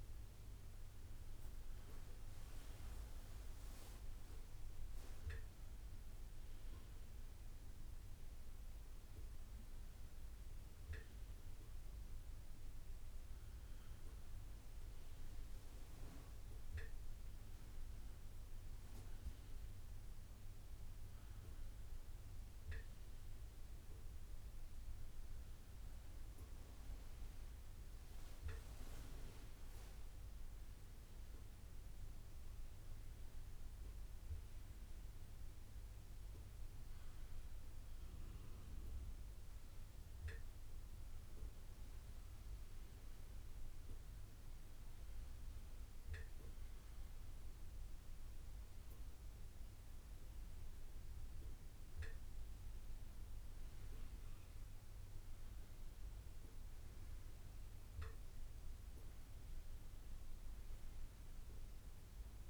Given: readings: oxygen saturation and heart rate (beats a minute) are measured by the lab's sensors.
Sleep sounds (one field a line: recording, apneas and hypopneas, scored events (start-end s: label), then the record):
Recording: a person partly awake in a sleep study, hard to hear, by a room microphone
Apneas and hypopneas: none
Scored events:
3.00-62.49 s: new sleep stage, N1 (lightest sleep)
From the record:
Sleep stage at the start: awake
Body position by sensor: on the right side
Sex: male